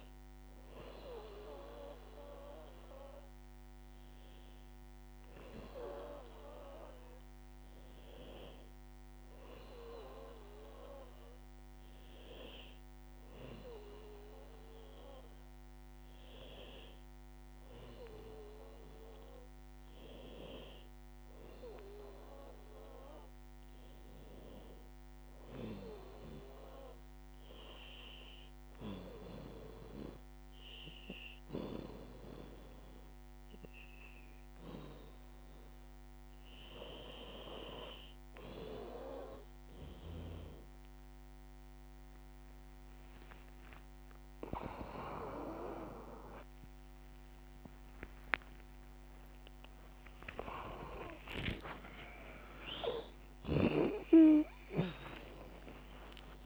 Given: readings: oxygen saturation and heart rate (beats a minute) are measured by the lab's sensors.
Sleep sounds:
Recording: breathing in sleep by a microphone on the trachea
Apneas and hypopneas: 1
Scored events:
0.00-9.50 s: oxygen desaturation (device-marked, oxygen 86% lowest, heart rate 73 extreme)
15.50-45.50 s: new sleep stage, N1 (lightest sleep)
20.50-24.00 s: arousal
27.00-38.00 s: hypopnea (oxygen 96% before, 89% lowest, heart rate 85 before, 76 extreme, up 24 after)
45.00-47.00 s: long interval between heartbeats (device-marked, heart rate 80 before, 98 extreme)
45.50-56.46 s: drop in pulse transit time (device-marked, heart rate 81 before, 95 extreme)
45.50-56.46 s: new sleep stage, awake
46.50-53.50 s: oxygen desaturation (device-marked, oxygen 92% before, 89% lowest, heart rate 82 before, 95 extreme)
49.50-51.50 s: long interval between heartbeats (device-marked, heart rate 85 before, 115 extreme)
53.50-55.50 s: long interval between heartbeats (device-marked, heart rate 91 before, 102 extreme)
From the record:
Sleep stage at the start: N2 (light sleep)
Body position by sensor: on the back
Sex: female

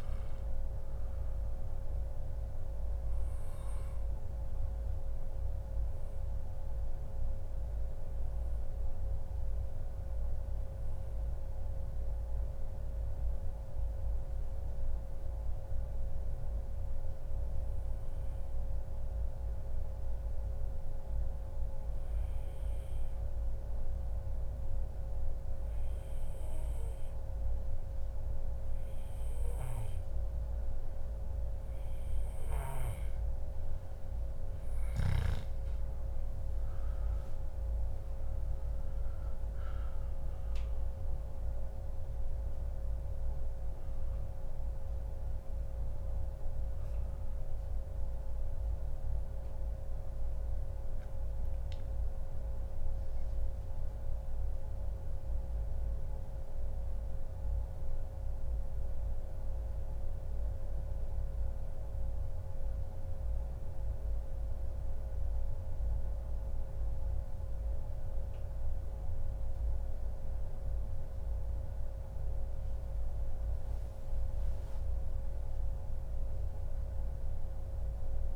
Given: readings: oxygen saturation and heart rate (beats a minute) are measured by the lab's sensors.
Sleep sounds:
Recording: breathing in sleep, hard to hear, by a room microphone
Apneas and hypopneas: 1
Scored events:
0.00-14.00 s: oxygen desaturation (device-marked, oxygen 93% lowest, heart rate 97 extreme)
3.50-33.00 s: obstructive apnea (oxygen 97% before, 91% lowest, heart rate 142 before, 97 extreme, up 10 after)
33.50-37.50 s: arousal
38.00-64.00 s: oxygen desaturation (device-marked, oxygen 97% before, 91% lowest, heart rate 132 before, 141 extreme)
63.00-78.36 s: new sleep stage, N1 (lightest sleep)
73.00-76.50 s: arousal
From the record:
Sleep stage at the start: N2 (light sleep)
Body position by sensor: on the back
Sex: male

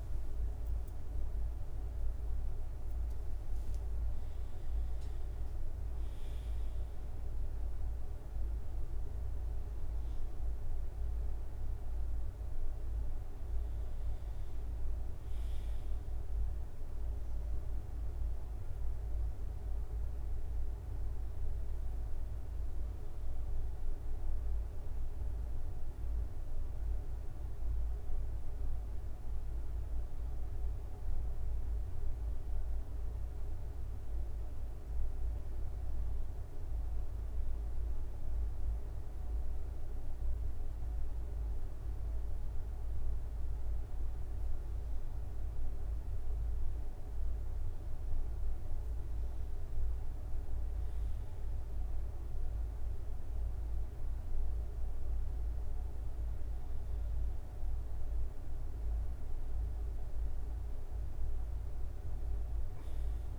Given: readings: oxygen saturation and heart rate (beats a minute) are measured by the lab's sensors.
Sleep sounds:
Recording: a person awake in a sleep study, hard to hear, by a room microphone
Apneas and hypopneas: none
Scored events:
7.50-8.50 s: drop in pulse transit time (device-marked, heart rate 76 before, 77 extreme)
61.00-63.00 s: long interval between heartbeats (device-marked, heart rate 76 before, 87 extreme)
From the record:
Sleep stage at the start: awake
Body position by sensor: on the right side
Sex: male

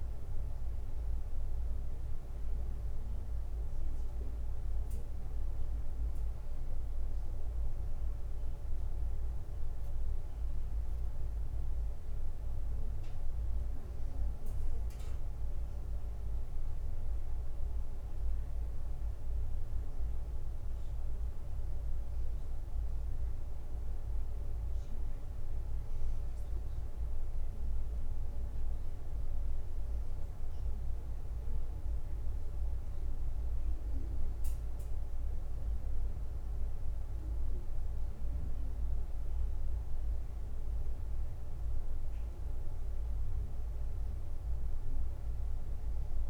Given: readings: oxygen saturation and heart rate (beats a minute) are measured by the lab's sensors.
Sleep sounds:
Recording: a person awake in a sleep study, hard to hear, by a room microphone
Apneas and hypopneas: none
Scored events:
none scored
From the record:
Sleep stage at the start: awake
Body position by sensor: on the back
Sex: male

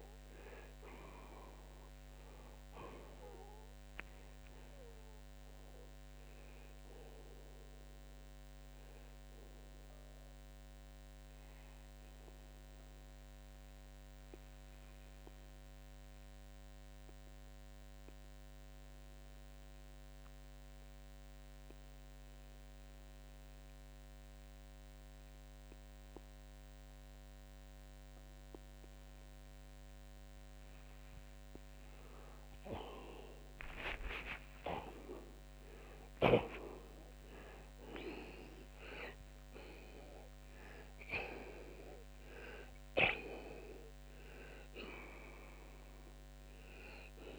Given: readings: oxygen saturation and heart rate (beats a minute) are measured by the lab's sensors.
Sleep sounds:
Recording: breathing in sleep by a microphone on the trachea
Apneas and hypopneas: 1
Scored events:
10.50-31.50 s: obstructive apnea (oxygen 89% before, 78% lowest, heart rate 91 before, 60 extreme)
12.00-33.00 s: oxygen desaturation (device-marked, oxygen 88% before, 78% lowest, heart rate 90 before, 57 extreme)
34.00-38.50 s: arousal
From the record:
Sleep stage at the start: N2 (light sleep)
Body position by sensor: on the left side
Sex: male

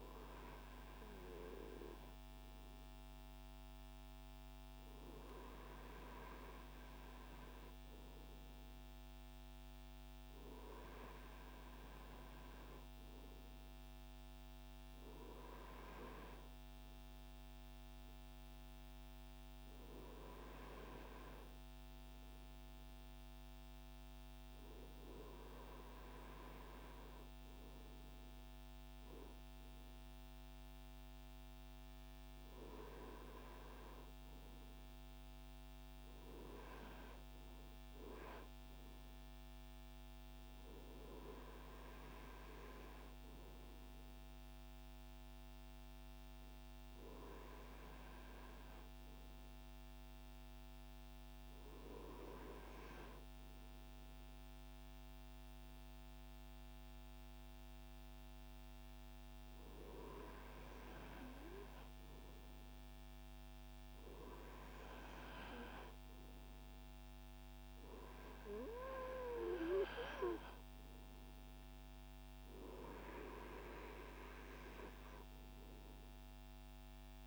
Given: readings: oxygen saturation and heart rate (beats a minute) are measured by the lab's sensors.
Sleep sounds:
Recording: breathing in sleep by a microphone on the trachea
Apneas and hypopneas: none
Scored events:
none scored
From the record:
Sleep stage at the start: REM sleep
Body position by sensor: on the front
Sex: male

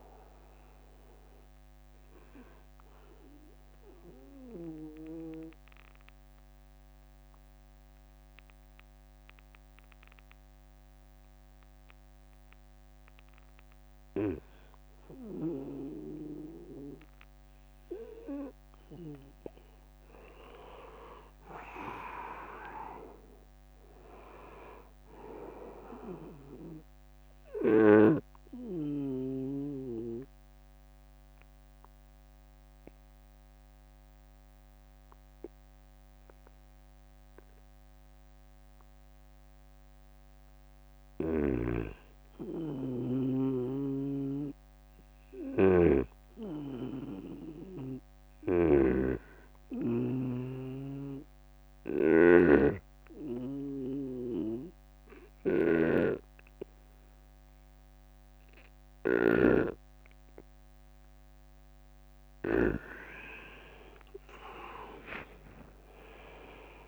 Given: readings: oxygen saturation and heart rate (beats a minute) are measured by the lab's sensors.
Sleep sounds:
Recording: breathing in sleep by a microphone on the trachea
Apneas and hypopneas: 3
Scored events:
0.00-11.50 s: oxygen desaturation (device-marked, oxygen 89% lowest, heart rate 75 extreme)
2.00-13.00 s: obstructive apnea (oxygen 99% before, 89% lowest, heart rate 81 before, 75 extreme, up 8 after)
16.00-19.50 s: arousal
22.50-32.50 s: drop in pulse transit time (device-marked, heart rate 82 before, 75 extreme)
25.50-27.50 s: long interval between heartbeats (device-marked, heart rate 83 before, 86 extreme)
27.00-40.50 s: obstructive apnea (oxygen 100% before, 88% lowest, heart rate 84 before, 73 extreme, up 7 after)
29.50-45.50 s: oxygen desaturation (device-marked, oxygen 100% before, 95% lowest, heart rate 83 before, 73 extreme)
43.00-47.00 s: arousal
43.00-62.50 s: snoring (device-marked)
50.50-62.00 s: obstructive apnea (oxygen 100% before, 88% lowest, heart rate 79 before, 73 extreme, up 11 after)
53.50-66.88 s: oxygen desaturation (device-marked, oxygen 99% before, 88% lowest, heart rate 80 before, 73 extreme)
64.50-66.88 s: arousal
From the record:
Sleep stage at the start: N2 (light sleep)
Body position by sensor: on the back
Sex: male

